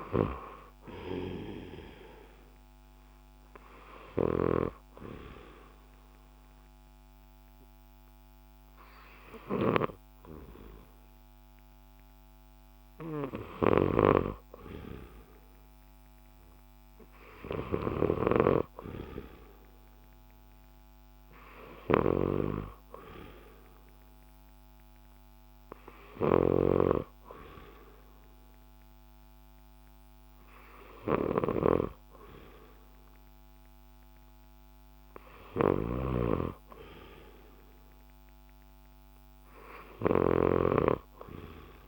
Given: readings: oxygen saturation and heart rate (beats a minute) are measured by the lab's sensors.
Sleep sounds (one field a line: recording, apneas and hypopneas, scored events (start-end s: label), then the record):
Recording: breathing in sleep by a microphone on the trachea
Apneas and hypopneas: 1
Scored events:
0.00-1.50 s: arousal
0.00-9.00 s: drop in pulse transit time (device-marked, heart rate 68 extreme)
4.50-14.50 s: obstructive apnea (oxygen 93% before, 88% lowest, heart rate 68 before, 62 extreme, up 3 after)
11.00-21.00 s: oxygen desaturation (device-marked, oxygen 93% before, 88% lowest, heart rate 70 before, 62 extreme)
14.00-41.88 s: snoring (device-marked)
17.50-22.00 s: arousal
31.00-41.88 s: oxygen desaturation (device-marked, oxygen 93% before, 88% lowest, heart rate 68 before, 65 extreme)
From the record:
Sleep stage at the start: N2 (light sleep)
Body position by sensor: on the left side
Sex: male